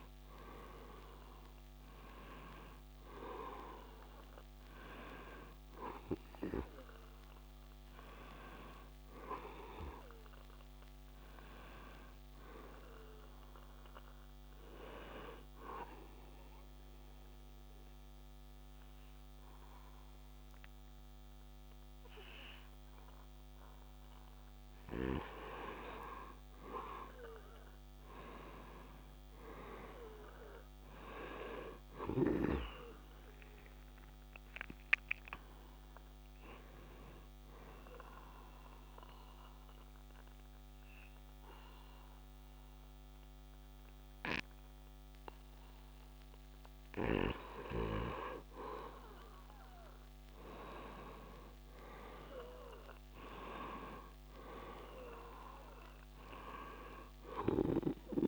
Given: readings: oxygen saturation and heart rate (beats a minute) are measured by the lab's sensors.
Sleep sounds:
breathing in sleep by a microphone on the trachea; 2
15.50-26.50 s: obstructive apnea (oxygen 100% before, 97% lowest)
29.00-33.00 s: arousal
38.00-48.00 s: obstructive apnea (oxygen 100% before, 97% lowest)
51.00-55.50 s: arousal
From the record:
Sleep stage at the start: N2 (light sleep); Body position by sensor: on the back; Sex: male

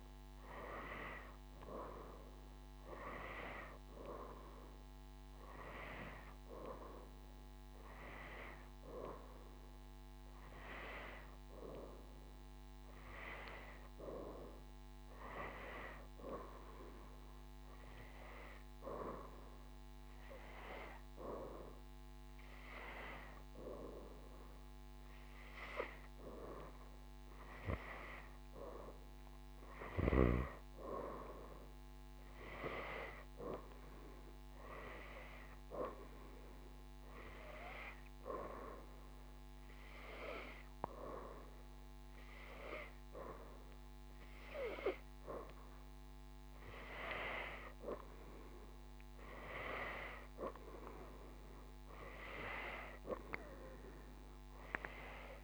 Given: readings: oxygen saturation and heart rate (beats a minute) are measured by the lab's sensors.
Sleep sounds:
breathing in sleep by a microphone on the trachea; 1
36.50-47.50 s: hypopnea (oxygen 95% before, 90% lowest, heart rate 84 before, 84 extreme, up 1 after)
50.00-53.00 s: arousal
From the record:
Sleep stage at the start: N2 (light sleep); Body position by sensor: upright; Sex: female

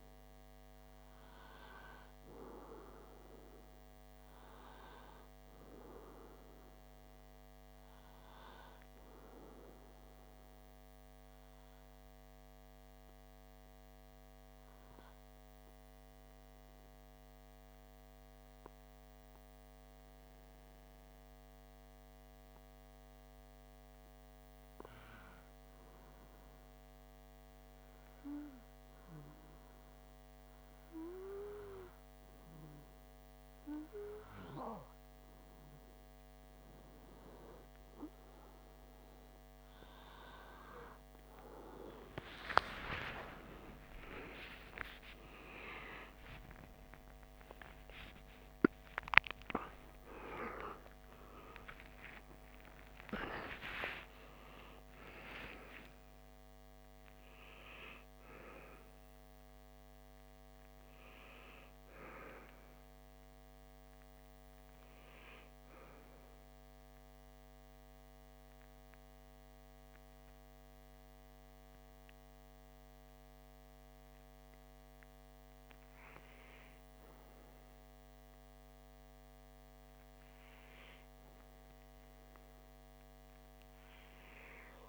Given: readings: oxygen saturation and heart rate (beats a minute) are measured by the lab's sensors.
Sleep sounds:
breathing in sleep by a microphone on the trachea; 2
11.00-35.00 s: obstructive apnea (oxygen 98% before, 90% lowest)
43.00-51.00 s: arousal
65.50-75.50 s: central apnea (oxygen 97% before, 95% lowest, heart rate 94 before, 58 extreme, up 1 after)
From the record:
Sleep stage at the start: REM sleep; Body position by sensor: on the back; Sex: male

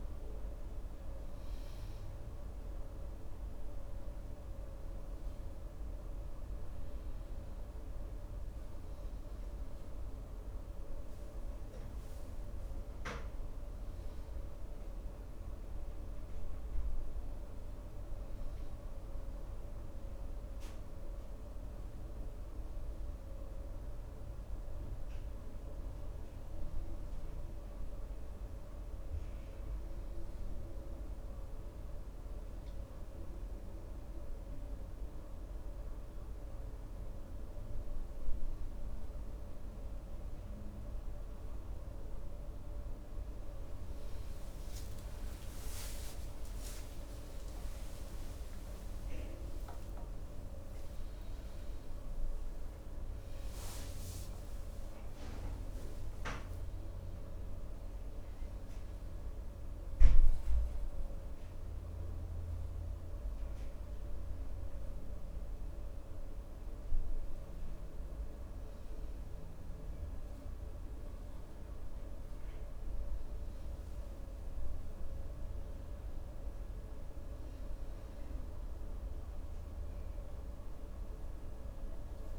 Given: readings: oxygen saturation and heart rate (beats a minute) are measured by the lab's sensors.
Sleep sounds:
breathing in sleep, hard to hear, by a room microphone; 1
9.00-27.00 s: oxygen desaturation (device-marked, oxygen 95% before, 91% lowest, heart rate 70 before, 65 extreme)
25.00-29.50 s: arousal
31.50-43.50 s: hypopnea (oxygen 95% before, 93% lowest, heart rate 67 before, 66 extreme, up 17 after)
47.50-52.50 s: arousal
From the record:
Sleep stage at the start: N2 (light sleep); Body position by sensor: on the right side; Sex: male

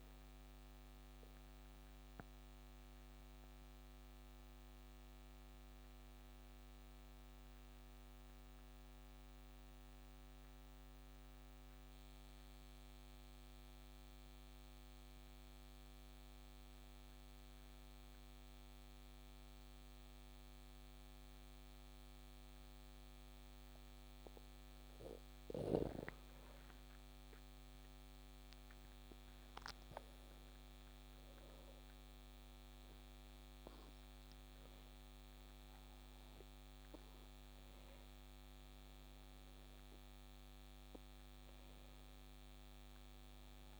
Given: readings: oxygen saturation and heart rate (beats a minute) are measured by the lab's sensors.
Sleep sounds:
breathing in sleep, hard to hear, by a microphone on the trachea; 1
0.00-6.00 s: oxygen desaturation (device-marked, oxygen 92% lowest, heart rate 42 extreme)
1.50-22.50 s: obstructive apnea (oxygen 97% before, 92% lowest, heart rate 42 before, 35 extreme, up 3 after)
27.00-31.50 s: arousal
From the record:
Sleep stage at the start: N2 (light sleep); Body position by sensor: on the back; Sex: male

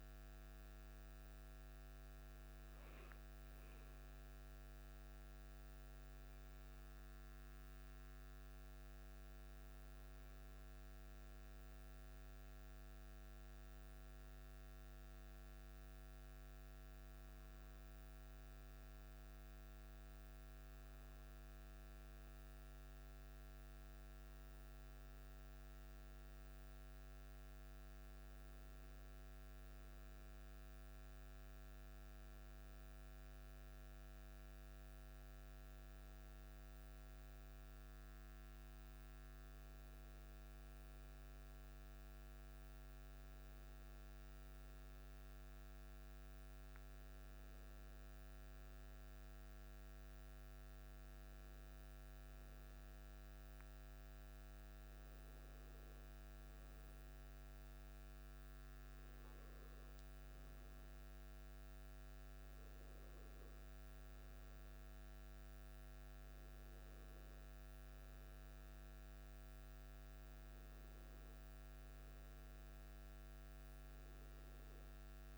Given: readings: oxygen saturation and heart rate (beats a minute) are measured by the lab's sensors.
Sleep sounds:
a person partly awake in a sleep study, hard to hear, by a microphone on the trachea; none
1.00-75.38 s: new sleep stage, N1 (lightest sleep)
From the record:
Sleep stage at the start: awake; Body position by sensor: on the back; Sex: male

